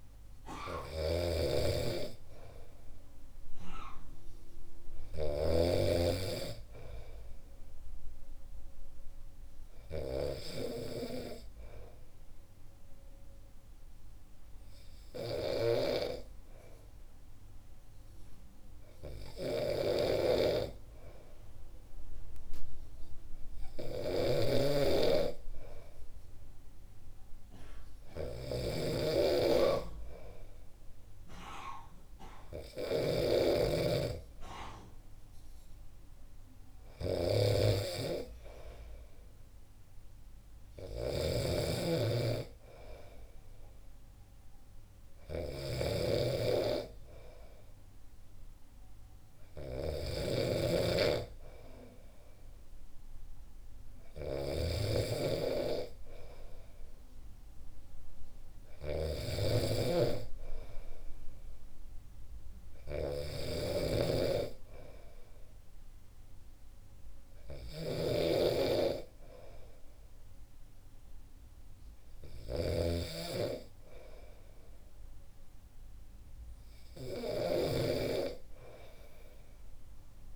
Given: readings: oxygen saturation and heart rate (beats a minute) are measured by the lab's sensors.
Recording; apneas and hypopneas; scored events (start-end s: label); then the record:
breathing in sleep by a room microphone; none
0.00-5.50 s: snoring (device-marked)
0.00-8.00 s: oxygen desaturation (device-marked, oxygen 93% lowest, heart rate 62 extreme)
20.00-80.35 s: snoring (device-marked)
From the record:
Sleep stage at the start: N2 (light sleep); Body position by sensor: on the back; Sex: male